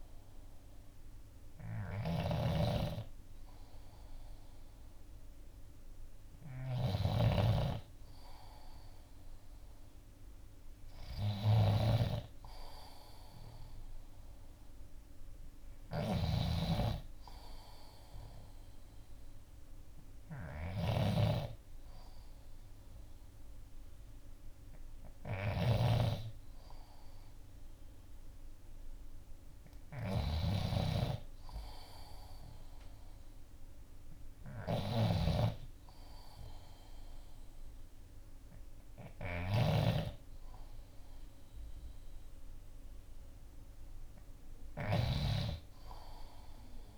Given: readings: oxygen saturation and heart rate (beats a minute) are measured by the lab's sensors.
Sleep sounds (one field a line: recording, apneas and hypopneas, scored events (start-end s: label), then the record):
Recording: breathing in sleep by a room microphone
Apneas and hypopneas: none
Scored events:
0.00-46.97 s: snoring (device-marked)
6.50-17.50 s: oxygen desaturation (device-marked, oxygen 94% before, 91% lowest, heart rate 60 before, 58 extreme)
From the record:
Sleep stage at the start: N2 (light sleep)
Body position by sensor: on the left side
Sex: male